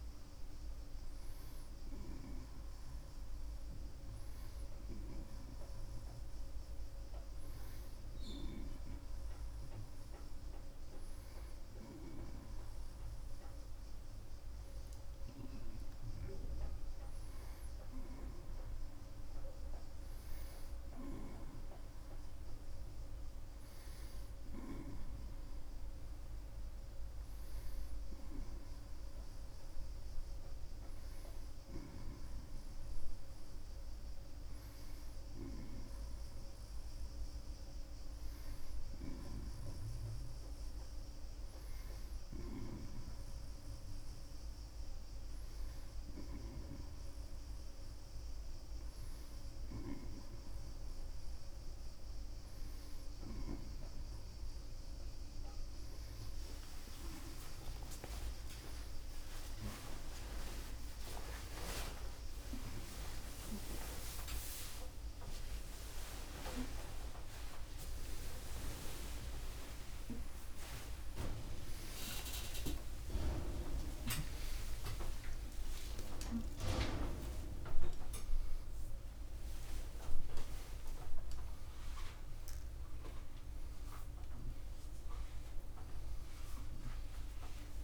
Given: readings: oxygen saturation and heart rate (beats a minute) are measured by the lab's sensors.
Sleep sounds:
a person awake in a sleep study, by a room microphone; none
41.00-87.84 s: new sleep stage, awake
From the record:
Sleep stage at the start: N1 (lightest sleep); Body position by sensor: on the right side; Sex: male

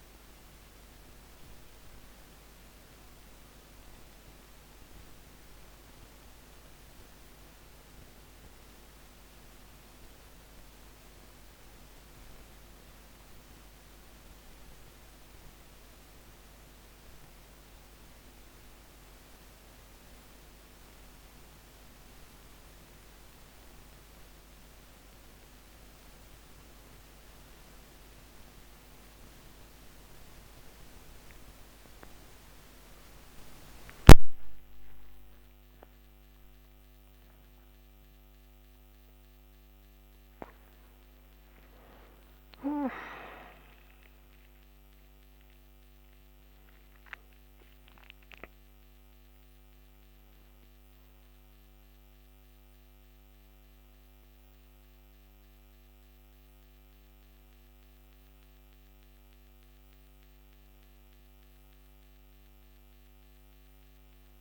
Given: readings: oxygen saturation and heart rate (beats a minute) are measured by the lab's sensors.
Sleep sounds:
breathing in sleep by a microphone on the trachea; none
8.00-64.41 s: new sleep stage, N1 (lightest sleep)
32.50-38.50 s: arousal
From the record:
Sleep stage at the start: N2 (light sleep); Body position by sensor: on the back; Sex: female

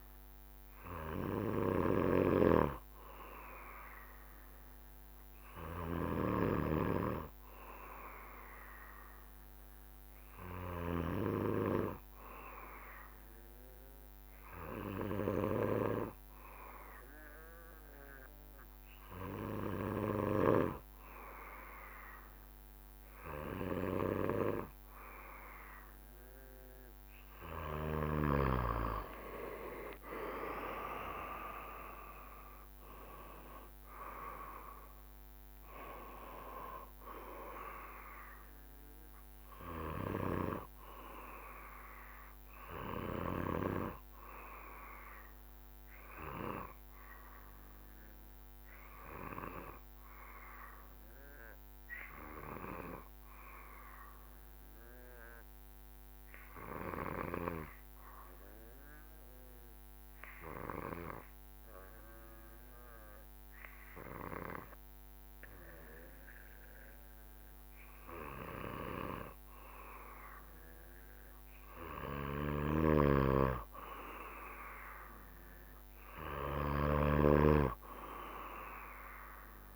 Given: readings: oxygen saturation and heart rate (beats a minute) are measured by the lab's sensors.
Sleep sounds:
breathing in sleep by a microphone on the trachea; 2
7.50-26.50 s: obstructive apnea (oxygen 96% before, 94% lowest, heart rate 66 before, 65 extreme, up 14 after)
30.00-33.50 s: arousal
30.50-43.50 s: drop in pulse transit time (device-marked, heart rate 70 before, 66 extreme)
46.50-71.50 s: obstructive apnea (oxygen 96% before, 94% lowest, heart rate 74 before, 64 extreme, up 10 after)
74.50-78.50 s: arousal
From the record:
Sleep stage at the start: N2 (light sleep); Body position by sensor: on the back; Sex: male

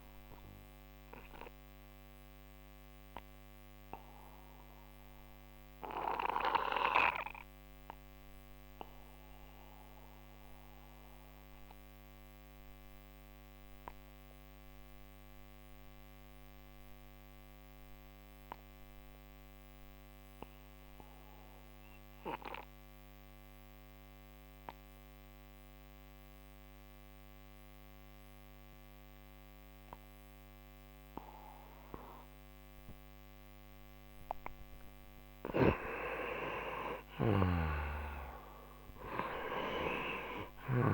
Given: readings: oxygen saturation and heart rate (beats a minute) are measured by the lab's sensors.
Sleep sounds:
breathing in sleep by a microphone on the trachea; 1
0.50-19.50 s: oxygen desaturation (device-marked, oxygen 96% before, 91% lowest)
0.50-34.50 s: obstructive apnea (oxygen 97% before, 88% lowest)
32.50-40.94 s: oxygen desaturation (device-marked, oxygen 97% before, 88% lowest)
36.50-40.94 s: arousal
From the record:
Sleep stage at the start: N2 (light sleep); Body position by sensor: on the right side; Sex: male

